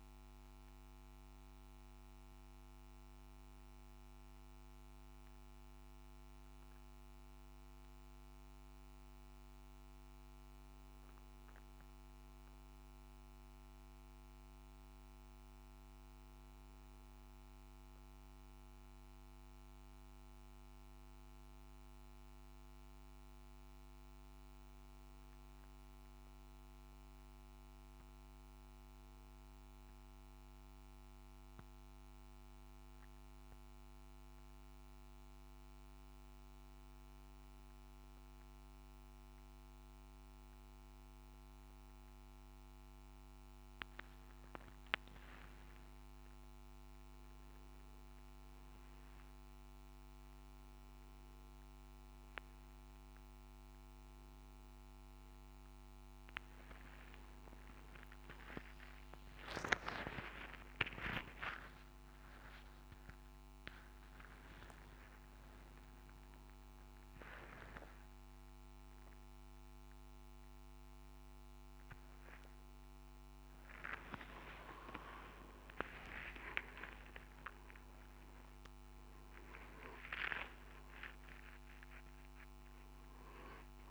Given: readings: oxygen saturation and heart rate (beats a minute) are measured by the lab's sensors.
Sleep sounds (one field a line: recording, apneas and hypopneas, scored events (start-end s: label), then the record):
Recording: a person partly awake in a sleep study, by a microphone on the trachea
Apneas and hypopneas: none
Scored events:
44.00-83.90 s: new sleep stage, awake
65.00-67.00 s: long interval between heartbeats (device-marked, heart rate 73 before, 67 extreme)
67.50-69.50 s: long interval between heartbeats (device-marked, heart rate 74 before, 67 extreme)
73.00-79.00 s: tachycardia (device-marked, heart rate 67 before, 109 extreme)
76.50-78.50 s: long interval between heartbeats (device-marked, heart rate 71 before, 102 extreme)
79.50-81.50 s: long interval between heartbeats (device-marked, heart rate 76 before, 115 extreme)
From the record:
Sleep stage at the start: N2 (light sleep)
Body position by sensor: on the back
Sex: male